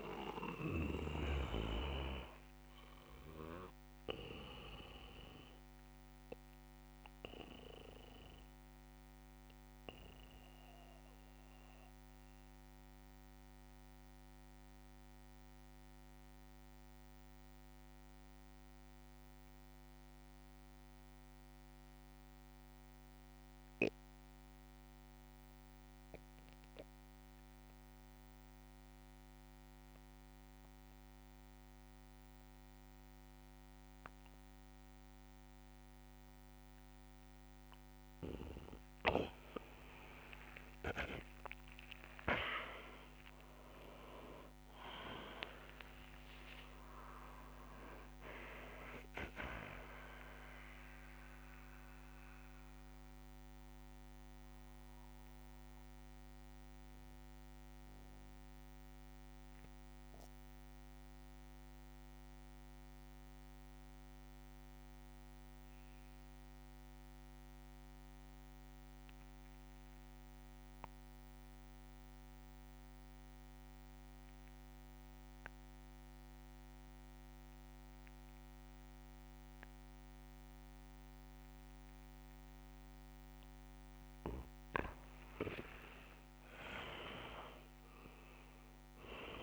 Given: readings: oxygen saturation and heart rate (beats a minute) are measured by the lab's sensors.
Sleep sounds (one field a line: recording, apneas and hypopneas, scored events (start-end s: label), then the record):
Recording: breathing in sleep by a microphone on the trachea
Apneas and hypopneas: 2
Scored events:
0.00-17.00 s: oxygen desaturation (device-marked, oxygen 86% lowest)
3.50-37.50 s: mixed apnea (oxygen 99% before, 84% lowest)
32.00-71.00 s: oxygen desaturation (device-marked, oxygen 99% before, 84% lowest)
41.50-45.50 s: arousal
52.00-83.00 s: mixed apnea (oxygen 99% before, 84% lowest)
83.00-89.43 s: oxygen desaturation (device-marked, oxygen 100% before, 84% lowest)
86.00-89.43 s: arousal
From the record:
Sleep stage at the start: N2 (light sleep)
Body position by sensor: on the back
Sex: male